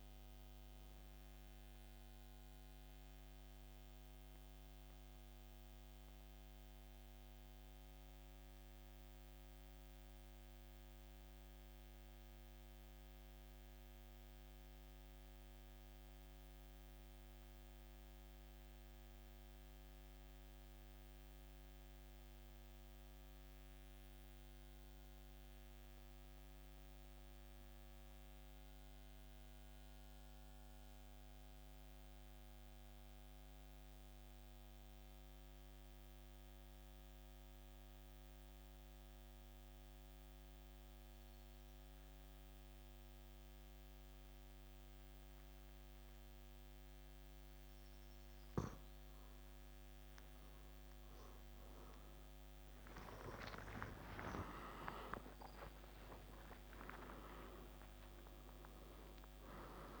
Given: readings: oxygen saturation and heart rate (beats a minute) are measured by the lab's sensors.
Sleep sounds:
breathing in sleep by a microphone on the trachea; 1
0.00-28.50 s: oxygen desaturation (device-marked, oxygen 86% lowest, heart rate 51 extreme)
5.00-47.50 s: mixed apnea (oxygen 94% before, 86% lowest, heart rate 60 before, 51 extreme, up 24 after)
51.50-60.00 s: oxygen desaturation (device-marked, oxygen 98% before, 88% lowest, heart rate 53 before, 52 extreme)
53.00-59.00 s: arousal
From the record:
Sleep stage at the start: REM sleep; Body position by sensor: on the back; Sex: male

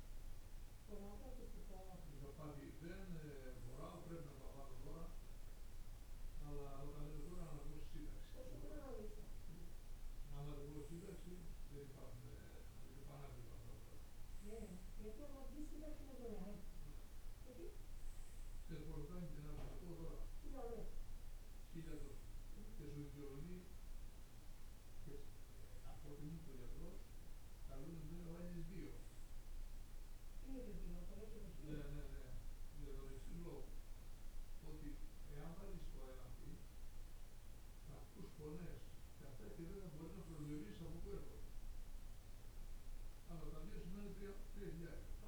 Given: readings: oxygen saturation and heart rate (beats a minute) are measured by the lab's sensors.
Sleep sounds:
breathing in sleep by a room microphone; none
none scored
From the record:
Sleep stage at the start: N2 (light sleep); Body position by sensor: on the right side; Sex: male

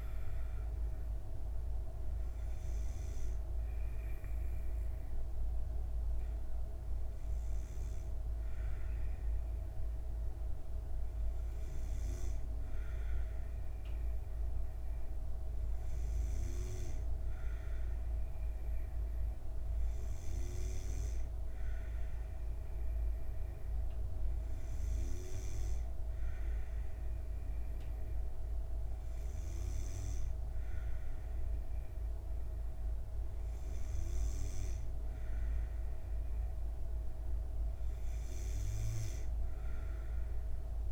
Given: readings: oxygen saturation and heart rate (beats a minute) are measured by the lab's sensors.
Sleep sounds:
breathing in sleep, hard to hear, by a room microphone; 1
1.50-12.00 s: hypopnea (oxygen 97% before, 93% lowest)
13.00-16.50 s: arousal
From the record:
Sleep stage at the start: N2 (light sleep); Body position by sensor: on the back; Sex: female

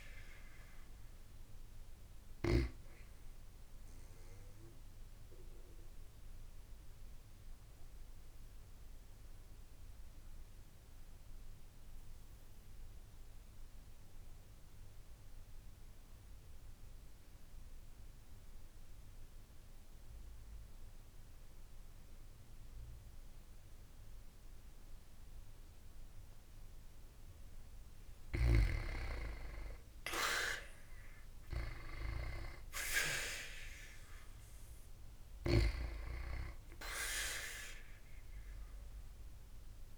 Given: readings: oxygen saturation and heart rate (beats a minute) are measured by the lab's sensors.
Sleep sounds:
breathing in sleep by a room microphone; 1
0.00-1.00 s: arousal
0.00-1.00 s: oxygen desaturation (device-marked, oxygen 88% lowest, heart rate 52 extreme)
4.00-27.00 s: obstructive apnea (oxygen 96% before, 87% lowest, heart rate 56 before, 52 extreme, up 4 after)
28.50-32.00 s: arousal
32.00-39.98 s: oxygen desaturation (device-marked, oxygen 96% before, 87% lowest, heart rate 54 before, 52 extreme)
From the record:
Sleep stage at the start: N2 (light sleep); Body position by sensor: on the back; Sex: female

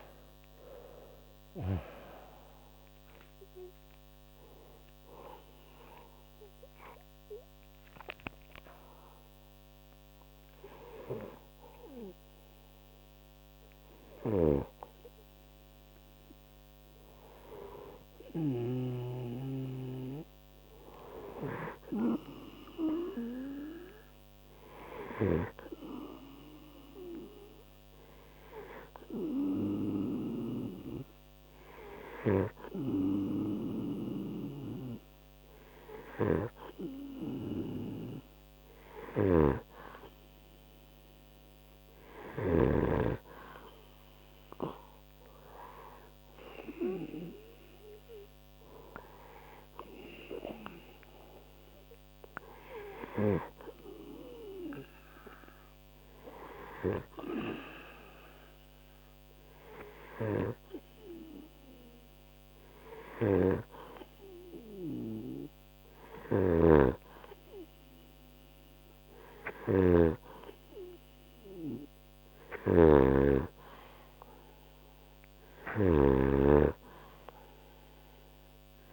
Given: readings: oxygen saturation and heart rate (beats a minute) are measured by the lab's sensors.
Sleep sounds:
breathing in sleep by a microphone on the trachea; 1
0.00-26.50 s: oxygen desaturation (device-marked, oxygen 90% lowest)
6.00-17.00 s: hypopnea (oxygen 95% before, 90% lowest)
24.50-27.50 s: arousal
28.50-35.50 s: oxygen desaturation (device-marked, oxygen 97% before, 93% lowest, heart rate 45 before, 63 extreme)
39.00-43.00 s: snoring (device-marked)
66.50-78.93 s: snoring (device-marked)
From the record:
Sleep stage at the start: N2 (light sleep); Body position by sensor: on the right side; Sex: male

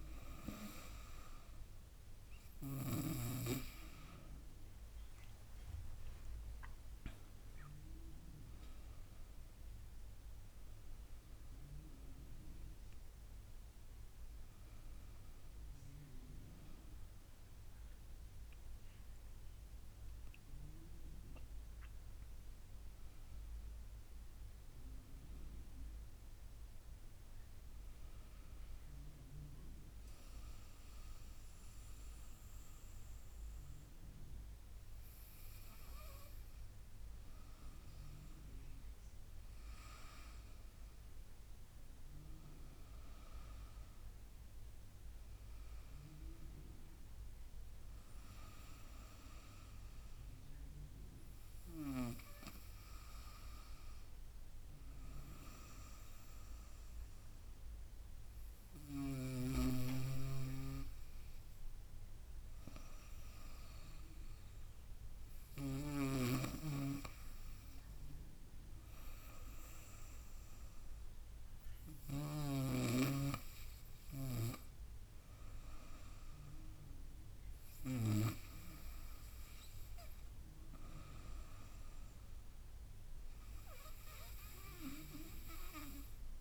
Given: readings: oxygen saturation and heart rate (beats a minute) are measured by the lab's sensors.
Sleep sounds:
breathing in sleep by a room microphone; none
0.00-3.00 s: snoring (device-marked)
4.50-16.50 s: drop in pulse transit time (device-marked, heart rate 84 before, 81 extreme)
5.50-7.50 s: long interval between heartbeats (device-marked, heart rate 84 before, 94 extreme)
6.50-8.50 s: tachycardia (device-marked, heart rate 80 before, 100 extreme)
6.50-10.00 s: arousal
From the record:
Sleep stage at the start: N2 (light sleep); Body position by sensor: on the right side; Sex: female

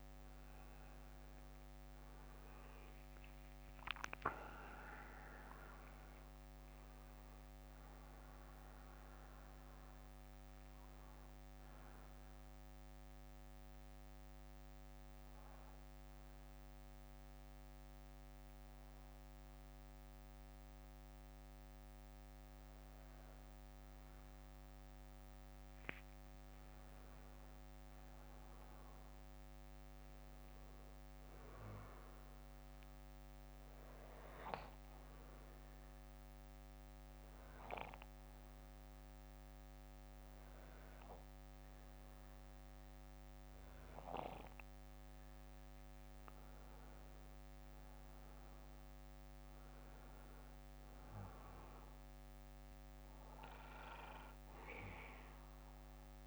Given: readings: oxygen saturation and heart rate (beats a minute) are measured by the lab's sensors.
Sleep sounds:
breathing in sleep by a microphone on the trachea; 2
0.00-2.00 s: arousal
5.00-31.00 s: oxygen desaturation (device-marked, oxygen 97% before, 92% lowest, heart rate 59 before, 48 extreme)
10.00-24.00 s: bradycardia (device-marked, heart rate 60 before, 48 extreme)
15.50-27.00 s: obstructive apnea (oxygen 97% before, 92% lowest, heart rate 64 before, 50 extreme, up 14 after)
29.00-33.00 s: arousal
29.00-44.00 s: bradycardia (device-marked, heart rate 60 before, 50 extreme)
36.50-47.50 s: obstructive apnea (oxygen 97% before, 92% lowest, heart rate 57 before, 53 extreme, up 14 after)
49.50-53.00 s: arousal
From the record:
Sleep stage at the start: N2 (light sleep); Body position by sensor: on the back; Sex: male

